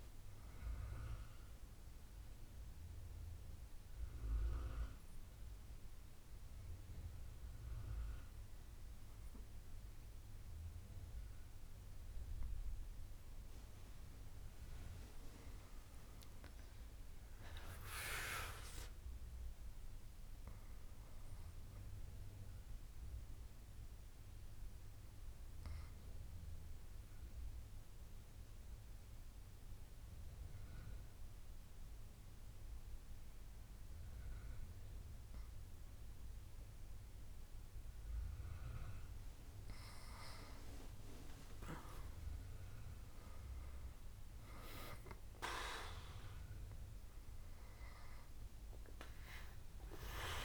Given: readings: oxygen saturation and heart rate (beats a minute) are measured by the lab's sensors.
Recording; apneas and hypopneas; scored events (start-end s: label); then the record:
breathing in sleep by a room microphone; 2
2.50-13.50 s: obstructive apnea (oxygen 98% before, 96% lowest, heart rate 75 before, 65 extreme, up 7 after)
15.00-17.50 s: arousal
23.00-39.50 s: obstructive apnea (oxygen 98% before, 96% lowest, heart rate 71 before, 65 extreme, up 9 after)
41.50-45.50 s: arousal
From the record:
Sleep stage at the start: N2 (light sleep); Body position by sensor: on the back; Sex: female